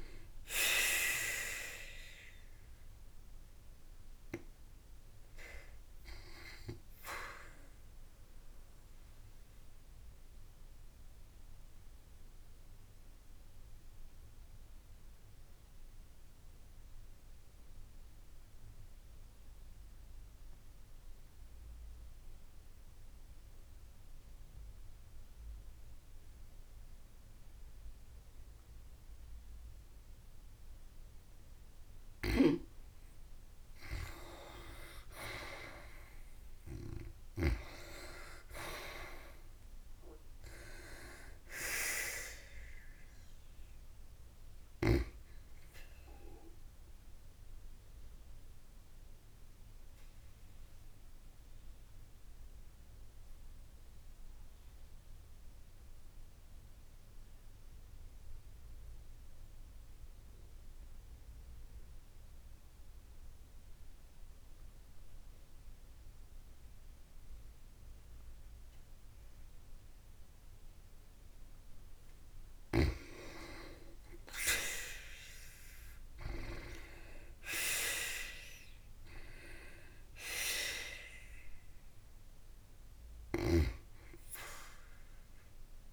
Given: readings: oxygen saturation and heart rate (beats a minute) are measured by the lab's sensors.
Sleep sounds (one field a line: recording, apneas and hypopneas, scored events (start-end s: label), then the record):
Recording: breathing in sleep by a room microphone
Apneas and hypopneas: 2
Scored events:
0.50-22.50 s: oxygen desaturation (device-marked, oxygen 96% before, 87% lowest, heart rate 54 before, 52 extreme)
7.50-31.50 s: obstructive apnea (oxygen 96% before, 87% lowest, heart rate 56 before, 52 extreme, up 7 after)
34.00-37.50 s: arousal
37.50-50.50 s: oxygen desaturation (device-marked, oxygen 93% before, 87% lowest, heart rate 55 before, 52 extreme)
46.00-71.00 s: obstructive apnea (oxygen 93% before, 86% lowest, heart rate 56 before, 52 extreme, up 8 after)
67.50-81.50 s: oxygen desaturation (device-marked, oxygen 95% before, 87% lowest, heart rate 55 before, 52 extreme)
74.50-79.00 s: arousal
From the record:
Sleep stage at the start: N2 (light sleep)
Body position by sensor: on the back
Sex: female